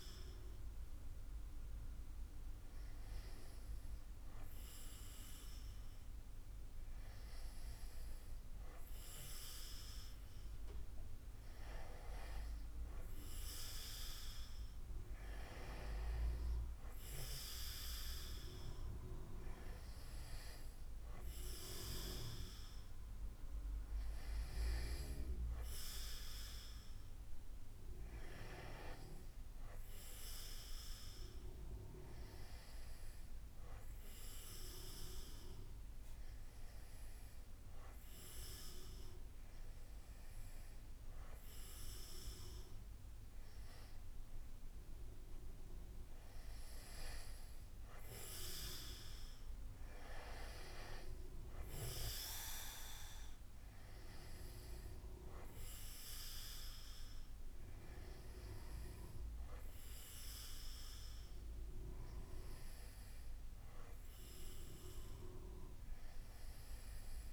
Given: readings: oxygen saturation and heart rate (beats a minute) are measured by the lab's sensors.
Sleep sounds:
breathing in sleep by a room microphone; none
none scored
From the record:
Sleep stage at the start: N2 (light sleep); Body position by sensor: on the back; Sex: male

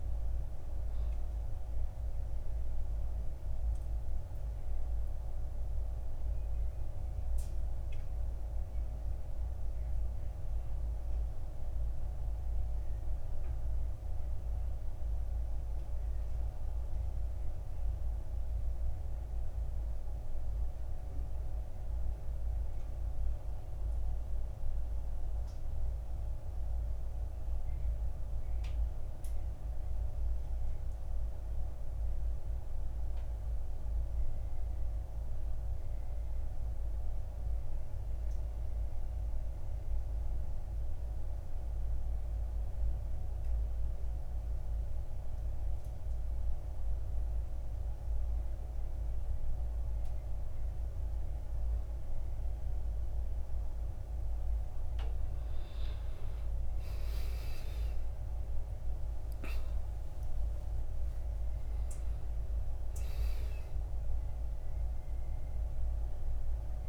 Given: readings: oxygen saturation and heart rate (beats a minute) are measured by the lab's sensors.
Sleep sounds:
breathing in sleep, hard to hear, by a room microphone; 1
13.00-16.50 s: arousal
20.50-50.00 s: hypopnea (oxygen 96% before, 92% lowest, heart rate 55 before, 54 extreme, up 3 after)
56.50-66.89 s: oxygen desaturation (device-marked, oxygen 95% before, 92% lowest, heart rate 57 before, 53 extreme)
57.00-61.00 s: arousal
From the record:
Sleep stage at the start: N2 (light sleep); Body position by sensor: on the back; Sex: male

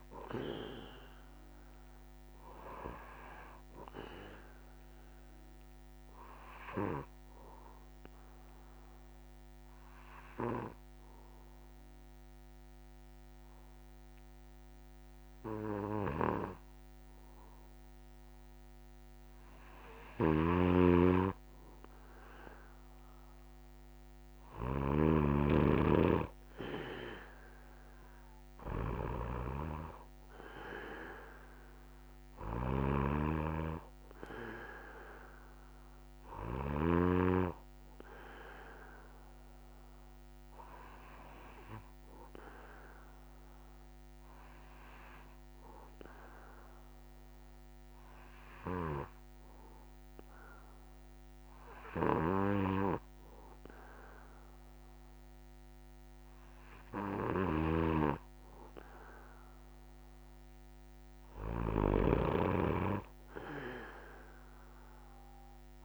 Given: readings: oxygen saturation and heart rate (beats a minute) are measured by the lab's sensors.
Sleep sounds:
breathing in sleep by a microphone on the trachea; 2
0.00-19.00 s: oxygen desaturation (device-marked, oxygen 90% lowest)
6.00-20.00 s: obstructive apnea (oxygen 97% before, 91% lowest)
19.50-36.50 s: snoring (device-marked)
28.00-53.00 s: oxygen desaturation (device-marked, oxygen 98% before, 93% lowest)
42.50-58.50 s: hypopnea (oxygen 98% before, 92% lowest)
51.50-65.84 s: snoring (device-marked)
From the record:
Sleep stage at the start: N2 (light sleep); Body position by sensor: on the back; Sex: male

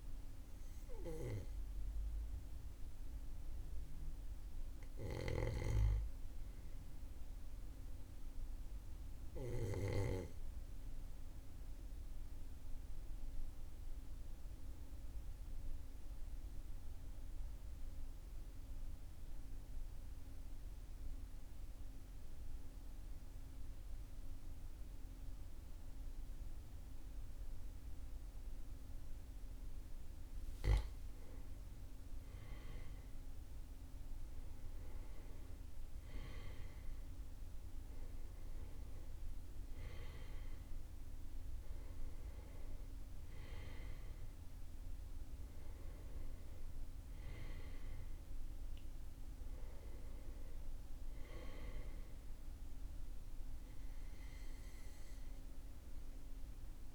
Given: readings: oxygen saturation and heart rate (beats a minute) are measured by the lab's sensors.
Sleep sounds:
breathing in sleep by a room microphone; 1
12.50-30.00 s: obstructive apnea (oxygen 99% before, 94% lowest, heart rate 41 before, 41 extreme, up 1 after)
31.00-36.00 s: arousal
53.50-56.95 s: oxygen desaturation (device-marked, oxygen 97% before, 94% lowest, heart rate 42 before, 38 extreme)
From the record:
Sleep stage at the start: REM sleep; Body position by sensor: on the back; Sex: male

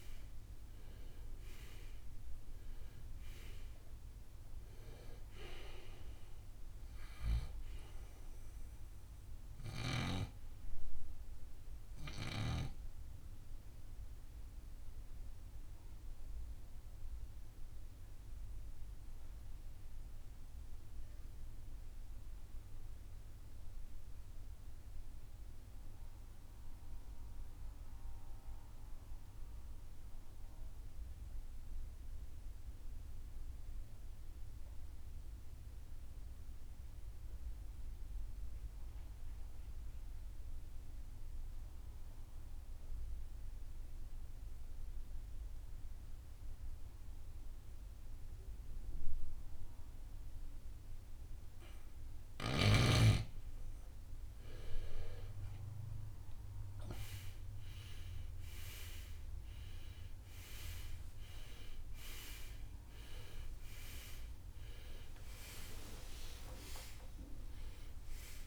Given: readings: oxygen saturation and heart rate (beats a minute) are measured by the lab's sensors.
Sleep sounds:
breathing in sleep by a room microphone; 1
0.00-34.50 s: oxygen desaturation (device-marked, oxygen 81% lowest, heart rate 47 extreme)
12.50-52.00 s: obstructive apnea (oxygen 97% before, 78% lowest, heart rate 72 before, 47 extreme, up 15 after)
53.50-57.50 s: arousal
53.50-68.47 s: oxygen desaturation (device-marked, oxygen 96% before, 78% lowest, heart rate 54 before, 52 extreme)
59.50-68.47 s: new sleep stage, N1 (lightest sleep)
From the record:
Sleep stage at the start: N2 (light sleep); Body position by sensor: on the right side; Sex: male

